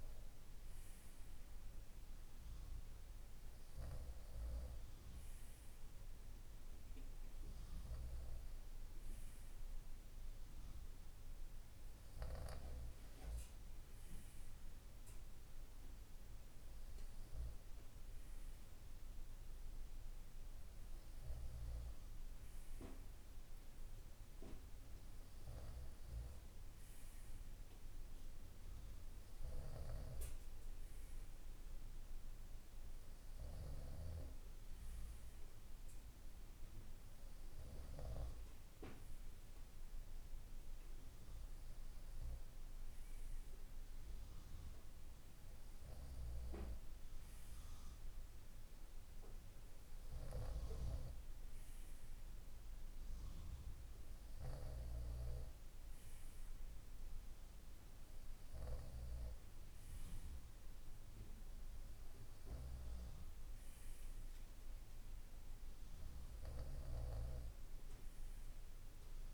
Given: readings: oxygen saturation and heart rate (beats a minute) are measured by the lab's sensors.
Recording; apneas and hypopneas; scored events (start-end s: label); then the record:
breathing in sleep by a room microphone; none
none scored
From the record:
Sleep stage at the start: N2 (light sleep); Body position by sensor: on the right side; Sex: male